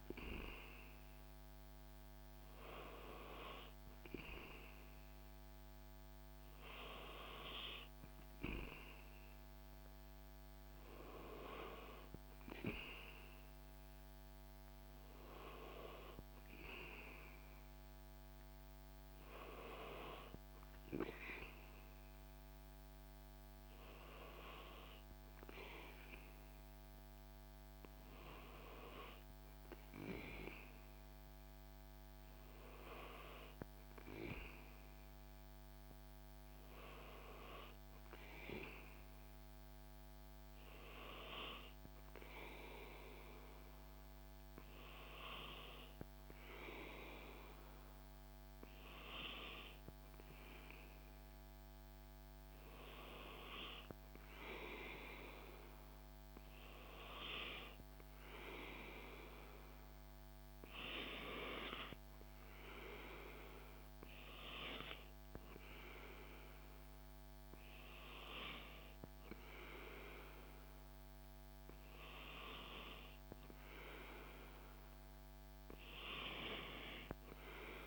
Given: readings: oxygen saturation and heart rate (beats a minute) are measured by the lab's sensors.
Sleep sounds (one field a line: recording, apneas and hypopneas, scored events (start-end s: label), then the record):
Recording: breathing in sleep by a microphone on the trachea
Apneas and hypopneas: none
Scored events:
none scored
From the record:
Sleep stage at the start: N2 (light sleep)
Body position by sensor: on the back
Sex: male